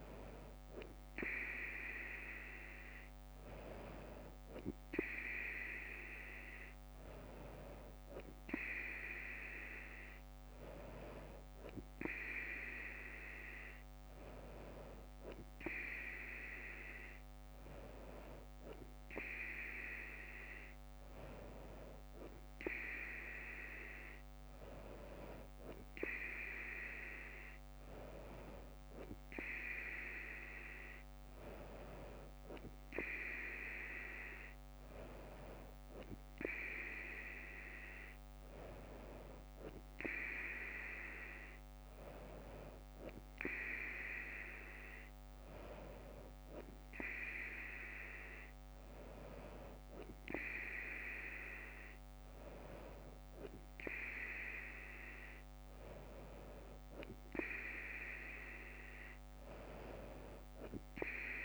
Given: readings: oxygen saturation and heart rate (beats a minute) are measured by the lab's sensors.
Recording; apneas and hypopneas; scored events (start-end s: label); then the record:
breathing in sleep by a microphone on the trachea; none
none scored
From the record:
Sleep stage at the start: N3 (deep sleep); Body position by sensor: on the front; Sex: female